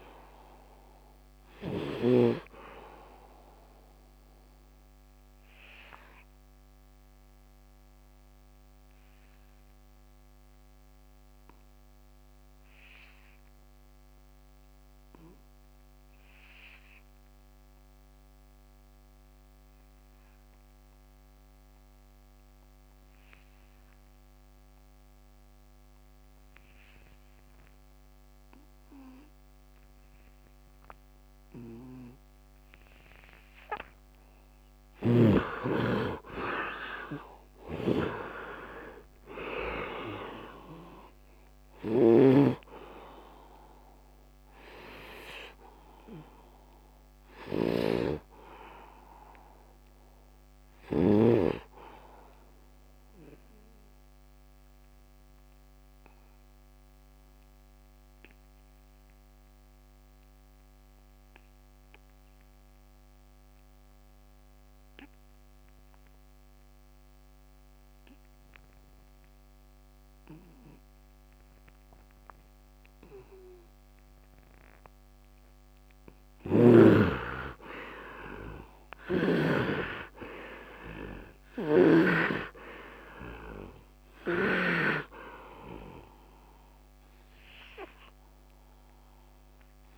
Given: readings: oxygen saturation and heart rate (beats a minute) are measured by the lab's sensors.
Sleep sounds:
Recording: breathing in sleep by a microphone on the trachea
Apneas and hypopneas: 2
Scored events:
0.00-2.00 s: snoring (device-marked)
0.00-19.00 s: oxygen desaturation (device-marked, oxygen 67% lowest, heart rate 71 extreme)
4.50-33.00 s: obstructive apnea (oxygen 93% before, 67% lowest, heart rate 81 before, 71 extreme, up 10 after)
21.00-65.00 s: oxygen desaturation (device-marked, oxygen 100% before, 69% lowest, heart rate 73 before, 72 extreme)
34.50-51.00 s: snoring (device-marked)
35.50-38.50 s: arousal
51.00-74.00 s: obstructive apnea (oxygen 100% before, 69% lowest, heart rate 80 before, 72 extreme, up 8 after)
70.00-89.98 s: oxygen desaturation (device-marked, oxygen 100% before, 71% lowest, heart rate 75 before, 74 extreme)
75.00-79.00 s: arousal
81.00-84.50 s: snoring (device-marked)
From the record:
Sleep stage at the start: N2 (light sleep)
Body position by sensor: on the right side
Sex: male

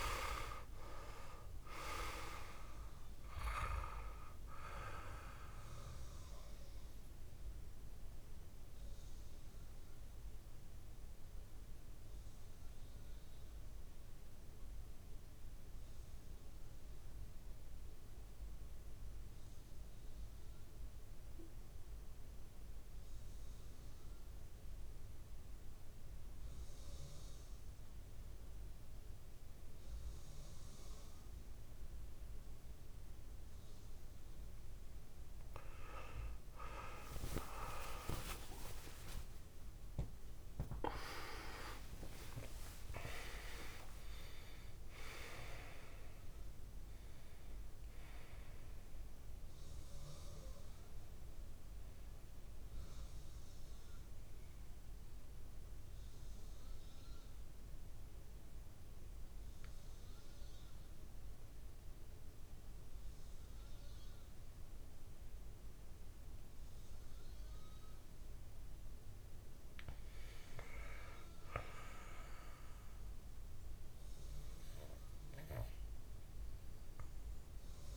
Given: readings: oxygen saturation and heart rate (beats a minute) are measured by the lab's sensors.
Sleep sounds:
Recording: breathing in sleep by a room microphone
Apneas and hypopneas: 2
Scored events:
0.00-19.50 s: oxygen desaturation (device-marked, oxygen 88% lowest, heart rate 54 extreme)
6.50-34.00 s: mixed apnea (oxygen 98% before, 88% lowest, heart rate 61 before, 54 extreme, up 15 after)
37.50-42.50 s: arousal
37.50-61.50 s: oxygen desaturation (device-marked, oxygen 99% before, 92% lowest, heart rate 59 before, 53 extreme)
54.50-68.00 s: central apnea (oxygen 99% before, 90% lowest, heart rate 71 before, 54 extreme, up 6 after)
69.50-73.00 s: arousal
72.50-77.97 s: oxygen desaturation (device-marked, oxygen 99% before, 94% lowest, heart rate 56 before, 56 extreme)
From the record:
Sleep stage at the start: N2 (light sleep)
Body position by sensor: on the back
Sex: male

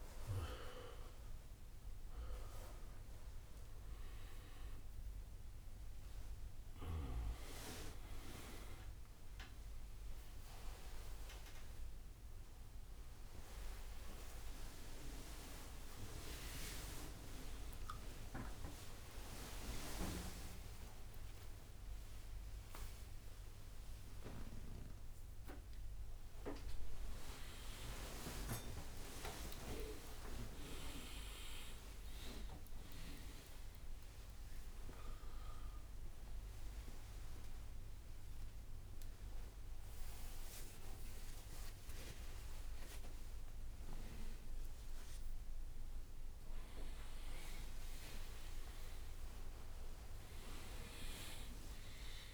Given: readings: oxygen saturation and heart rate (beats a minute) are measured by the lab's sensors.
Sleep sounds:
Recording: a person awake in a sleep study, by a room microphone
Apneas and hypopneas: none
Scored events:
0.00-2.00 s: long interval between heartbeats (device-marked, heart rate 63 before, 102 extreme)
0.00-10.50 s: drop in pulse transit time (device-marked, heart rate 78 extreme)
0.00-19.50 s: tachycardia (device-marked, heart rate 179 extreme)
0.00-24.50 s: oxygen desaturation (device-marked, oxygen 86% lowest, heart rate 61 extreme)
5.50-7.50 s: long interval between heartbeats (device-marked, heart rate 79 before, 101 extreme)
8.50-10.50 s: long interval between heartbeats (device-marked, heart rate 86 before, 116 extreme)
12.00-14.00 s: long interval between heartbeats (device-marked, heart rate 95 before, 148 extreme)
13.50-23.50 s: drop in pulse transit time (device-marked, heart rate 103 before, 100 extreme)
15.00-17.00 s: long interval between heartbeats (device-marked, heart rate 109 before, 177 extreme)
17.00-19.00 s: long interval between heartbeats (device-marked, heart rate 120 before, 167 extreme)
20.50-42.50 s: tachycardia (device-marked, heart rate 66 before, 173 extreme)
24.50-26.50 s: long interval between heartbeats (device-marked, heart rate 137 before, 109 extreme)
26.50-28.50 s: long interval between heartbeats (device-marked, heart rate 136 before, 130 extreme)
30.00-32.00 s: long interval between heartbeats (device-marked, heart rate 141 before, 151 extreme)
36.50-38.50 s: long interval between heartbeats (device-marked, heart rate 138 before, 126 extreme)
41.00-43.00 s: long interval between heartbeats (device-marked, heart rate 130 before, 126 extreme)
From the record:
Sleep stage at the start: awake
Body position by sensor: on the right side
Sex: male

